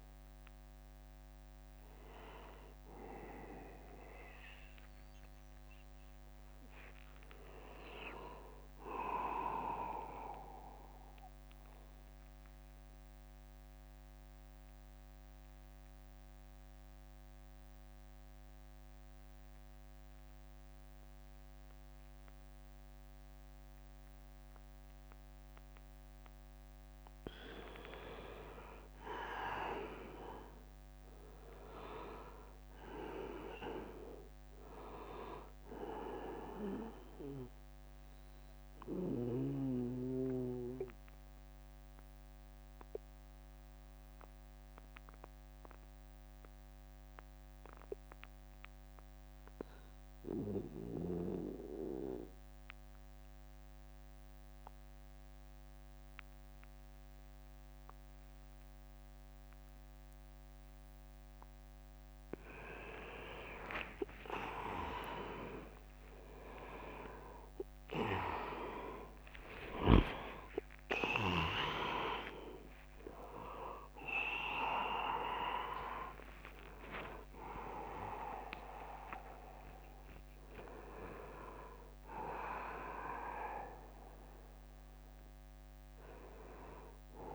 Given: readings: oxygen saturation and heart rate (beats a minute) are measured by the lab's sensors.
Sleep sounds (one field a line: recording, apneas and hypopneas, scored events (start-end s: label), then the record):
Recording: breathing in sleep by a microphone on the trachea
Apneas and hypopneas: 2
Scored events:
0.00-4.00 s: oxygen desaturation (device-marked, oxygen 89% lowest, heart rate 70 extreme)
4.00-6.00 s: long interval between heartbeats (device-marked, heart rate 81 before, 72 extreme)
5.50-9.00 s: arousal
11.00-25.50 s: obstructive apnea (oxygen 100% before, 90% lowest, heart rate 76 before, 66 extreme, up 6 after)
28.00-32.00 s: arousal
31.00-41.00 s: drop in pulse transit time (device-marked, heart rate 79 before, 66 extreme)
34.00-53.00 s: oxygen desaturation (device-marked, oxygen 99% before, 91% lowest, heart rate 79 before, 66 extreme)
37.50-39.50 s: long interval between heartbeats (device-marked, heart rate 79 before, 79 extreme)
37.50-61.00 s: obstructive apnea (oxygen 100% before, 88% lowest, heart rate 79 before, 70 extreme, up 9 after)
63.50-69.00 s: arousal
64.00-78.00 s: drop in pulse transit time (device-marked, heart rate 76 before, 76 extreme)
65.50-67.50 s: long interval between heartbeats (device-marked, heart rate 76 before, 79 extreme)
73.00-87.35 s: oxygen desaturation (device-marked, oxygen 98% before, 88% lowest, heart rate 78 before, 69 extreme)
From the record:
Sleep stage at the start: N2 (light sleep)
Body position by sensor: on the back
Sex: male